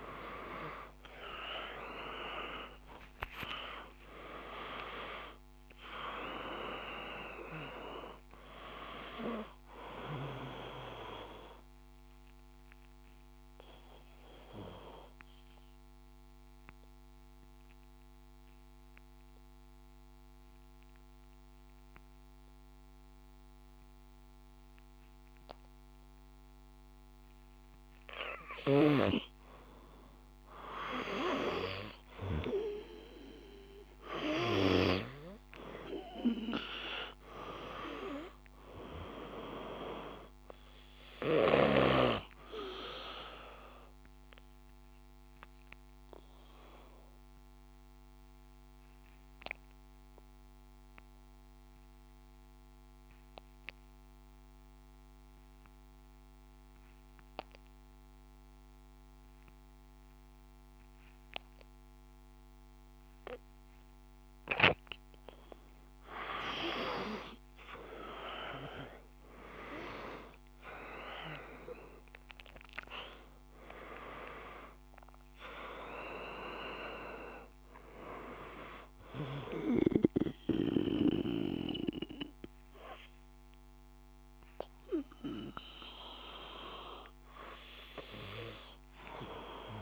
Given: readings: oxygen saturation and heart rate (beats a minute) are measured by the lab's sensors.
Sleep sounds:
breathing in sleep by a microphone on the trachea; 2
0.50-6.50 s: arousal
10.50-27.50 s: obstructive apnea (oxygen 97% before, 92% lowest, heart rate 69 before, 55 extreme, up 1 after)
30.00-33.00 s: arousal
42.00-64.00 s: obstructive apnea (oxygen 98% before, 89% lowest, heart rate 56 before, 53 extreme, up 6 after)
44.50-61.50 s: oxygen desaturation (device-marked, oxygen 98% before, 92% lowest, heart rate 56 before, 53 extreme)
68.50-73.50 s: arousal
68.50-89.82 s: oxygen desaturation (device-marked, oxygen 97% before, 89% lowest, heart rate 54 before, 53 extreme)
From the record:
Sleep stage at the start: N2 (light sleep); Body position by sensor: on the back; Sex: male

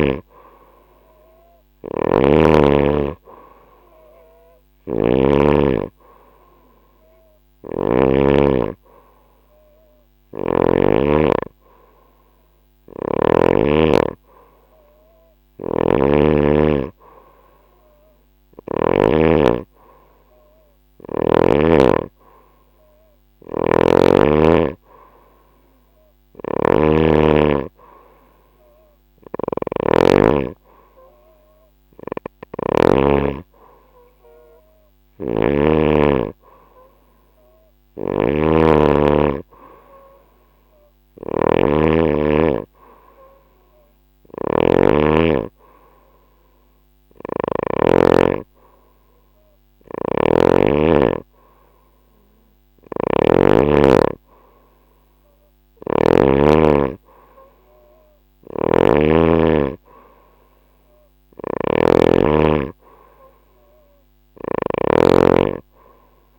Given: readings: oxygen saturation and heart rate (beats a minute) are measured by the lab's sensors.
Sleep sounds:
breathing in sleep by a microphone on the trachea; none
0.00-7.50 s: snoring (device-marked)
12.00-18.50 s: snoring (device-marked)
25.50-32.50 s: snoring (device-marked)
37.00-47.00 s: snoring (device-marked)
49.00-55.50 s: snoring (device-marked)
57.50-66.39 s: snoring (device-marked)
From the record:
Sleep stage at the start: N2 (light sleep); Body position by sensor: on the right side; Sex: female

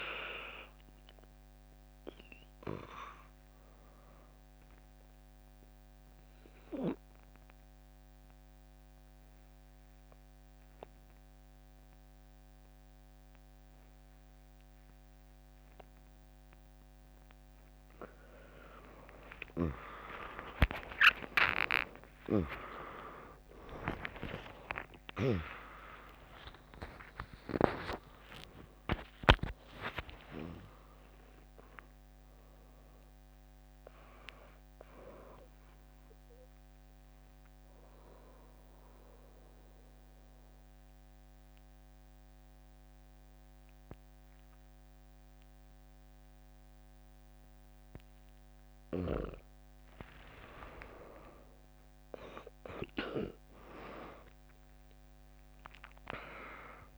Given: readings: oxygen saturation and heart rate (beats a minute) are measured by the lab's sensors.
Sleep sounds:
breathing in sleep by a microphone on the trachea; 2
5.00-17.50 s: obstructive apnea (oxygen 100% before, 96% lowest, heart rate 88 before, 65 extreme, up 0 after)
19.00-41.00 s: oxygen desaturation (device-marked, oxygen 99% before, 96% lowest, heart rate 85 before, 61 extreme)
19.50-24.50 s: arousal
25.00-30.00 s: tachycardia (device-marked, heart rate 81 before, 109 extreme)
26.50-28.50 s: long interval between heartbeats (device-marked, heart rate 78 before, 89 extreme)
27.00-43.00 s: drop in pulse transit time (device-marked, heart rate 78 before, 84 extreme)
36.50-48.50 s: obstructive apnea (oxygen 99% before, 96% lowest, heart rate 86 before, 61 extreme)
47.00-56.98 s: new sleep stage, N2 (light sleep)
50.50-56.00 s: arousal
From the record:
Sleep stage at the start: N1 (lightest sleep); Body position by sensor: on the back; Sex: female

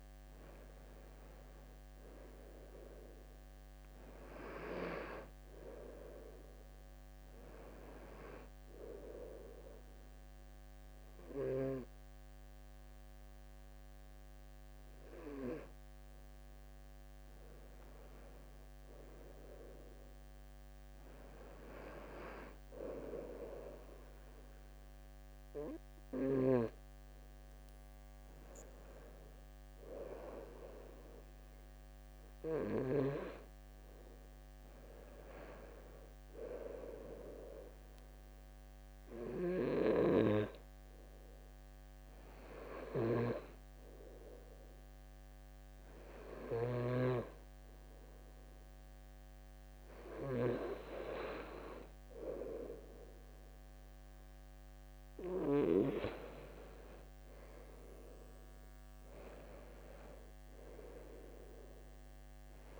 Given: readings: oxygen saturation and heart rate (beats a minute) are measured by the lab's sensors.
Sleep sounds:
breathing in sleep by a microphone on the trachea; 1
38.00-50.50 s: obstructive apnea (oxygen 95% before, 91% lowest, heart rate 76 before, 71 extreme, up 4 after)
42.50-47.00 s: snoring (device-marked)
55.50-59.50 s: arousal
From the record:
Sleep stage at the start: N2 (light sleep); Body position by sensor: on the back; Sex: male

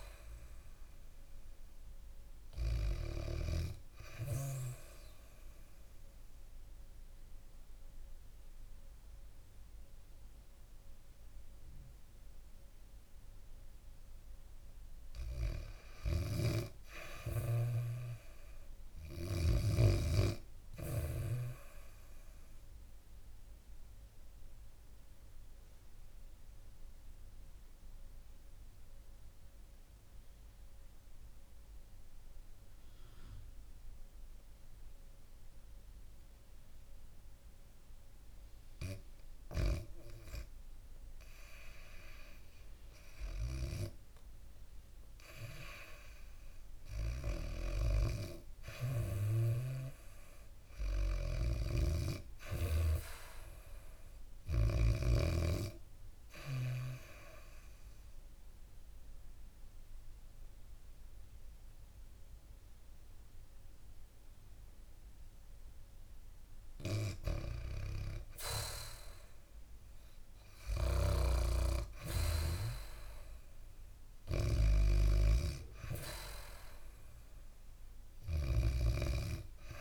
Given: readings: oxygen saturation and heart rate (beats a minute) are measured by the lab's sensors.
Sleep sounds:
breathing in sleep by a room microphone; 3
4.00-14.50 s: obstructive apnea (oxygen 99% before, 92% lowest, heart rate 74 before, 66 extreme, up 4 after)
15.50-19.00 s: snoring (device-marked)
16.00-19.50 s: arousal
21.50-36.50 s: oxygen desaturation (device-marked, oxygen 99% before, 96% lowest, heart rate 72 before, 62 extreme)
23.00-37.50 s: obstructive apnea (oxygen 99% before, 92% lowest, heart rate 72 before, 62 extreme, up 0 after)
40.50-44.50 s: arousal
46.50-72.50 s: oxygen desaturation (device-marked, oxygen 98% before, 92% lowest, heart rate 66 before, 67 extreme)
51.00-54.50 s: snoring (device-marked)
56.00-66.50 s: obstructive apnea (oxygen 98% before, 92% lowest, heart rate 65 before, 68 extreme, up 3 after)
70.50-78.50 s: snoring (device-marked)
71.00-75.00 s: arousal
From the record:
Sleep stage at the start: N2 (light sleep); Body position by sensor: on the back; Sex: female

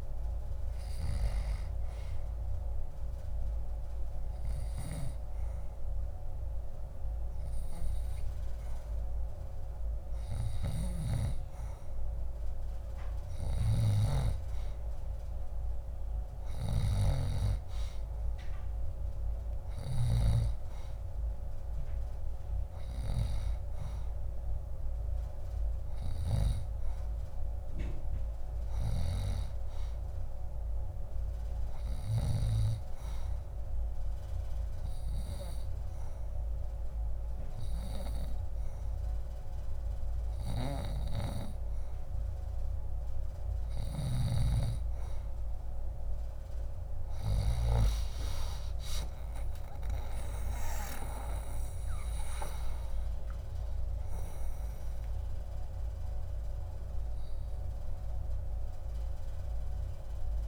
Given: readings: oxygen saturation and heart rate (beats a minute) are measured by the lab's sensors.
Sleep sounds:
breathing in sleep by a room microphone; 1
0.00-1.00 s: long interval between heartbeats (device-marked, heart rate 87 extreme)
5.00-7.00 s: long interval between heartbeats (device-marked, heart rate 89 before, 98 extreme)
7.50-9.50 s: long interval between heartbeats (device-marked, heart rate 90 before, 99 extreme)
11.50-13.50 s: long interval between heartbeats (device-marked, heart rate 96 before, 129 extreme)
22.50-24.50 s: long interval between heartbeats (device-marked, heart rate 104 before, 89 extreme)
23.00-27.50 s: arousal
33.50-44.00 s: hypopnea (oxygen 94% before, 90% lowest, heart rate 92 before, 65 extreme, up 1 after)
53.00-60.48 s: oxygen desaturation (device-marked, oxygen 93% before, 90% lowest, heart rate 71 before, 65 extreme)
From the record:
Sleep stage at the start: N2 (light sleep); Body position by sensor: on the left side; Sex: female

